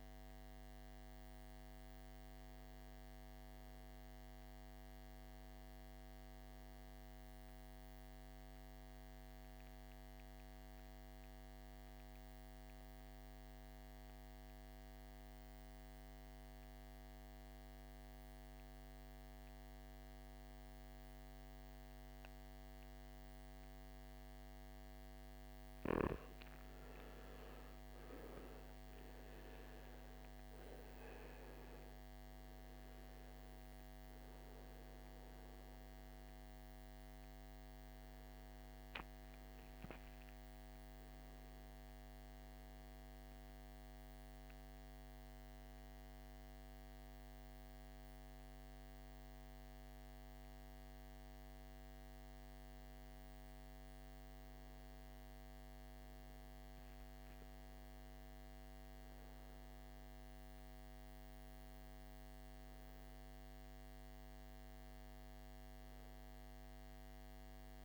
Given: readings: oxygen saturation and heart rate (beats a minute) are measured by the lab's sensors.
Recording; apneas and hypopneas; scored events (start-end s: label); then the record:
breathing in sleep, hard to hear, by a microphone on the trachea; 1
0.00-3.50 s: oxygen desaturation (device-marked, oxygen 91% lowest, heart rate 54 extreme)
6.50-25.00 s: mixed apnea (oxygen 97% before, 86% lowest, heart rate 65 before, 54 extreme, up 16 after)
27.50-31.50 s: arousal
27.50-48.50 s: oxygen desaturation (device-marked, oxygen 96% before, 86% lowest, heart rate 56 before, 59 extreme)
44.50-67.85 s: new sleep stage, N1 (lightest sleep)
66.50-67.85 s: arousal
From the record:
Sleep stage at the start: N2 (light sleep); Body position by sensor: on the back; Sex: male